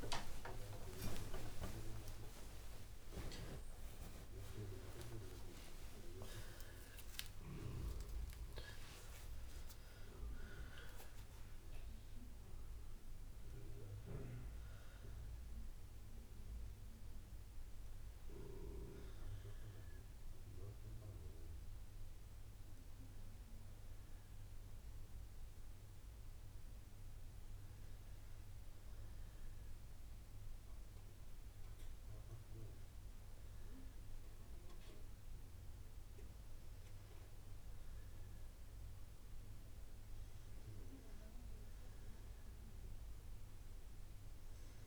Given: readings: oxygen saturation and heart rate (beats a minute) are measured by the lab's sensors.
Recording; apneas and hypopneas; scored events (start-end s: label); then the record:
breathing in sleep by a room microphone; none
0.00-7.50 s: arousal
22.50-44.87 s: new sleep stage, N2 (light sleep)
From the record:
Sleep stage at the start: N1 (lightest sleep); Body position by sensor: on the right side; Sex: female